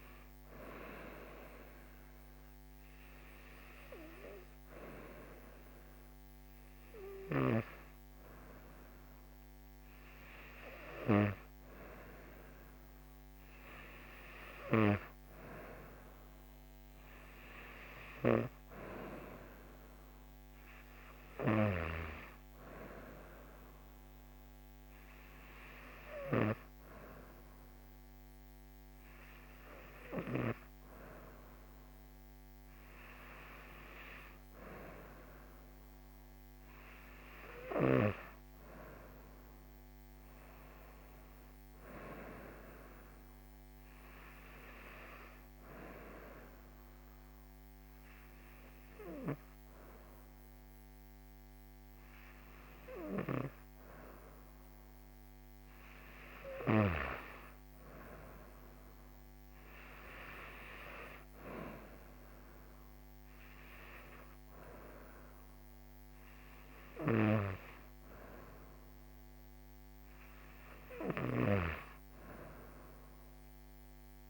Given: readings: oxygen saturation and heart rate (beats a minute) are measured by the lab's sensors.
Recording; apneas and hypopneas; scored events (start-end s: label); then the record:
breathing in sleep by a microphone on the trachea; none
none scored
From the record:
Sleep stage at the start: N2 (light sleep); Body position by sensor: on the right side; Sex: female